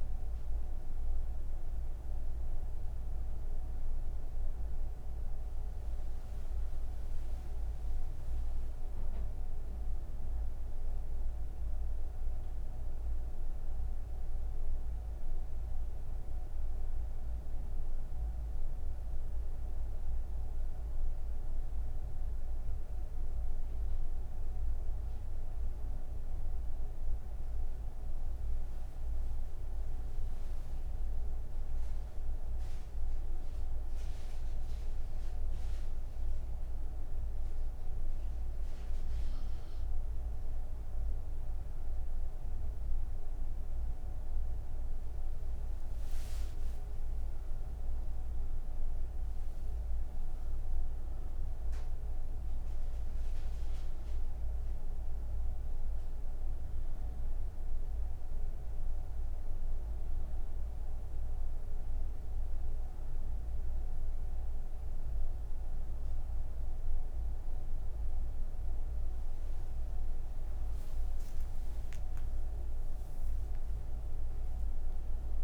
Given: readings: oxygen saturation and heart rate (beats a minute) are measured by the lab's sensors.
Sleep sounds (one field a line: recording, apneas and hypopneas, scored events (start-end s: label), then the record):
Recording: breathing in sleep, hard to hear, by a room microphone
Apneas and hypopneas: none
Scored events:
none scored
From the record:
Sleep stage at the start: N3 (deep sleep)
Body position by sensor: on the right side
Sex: female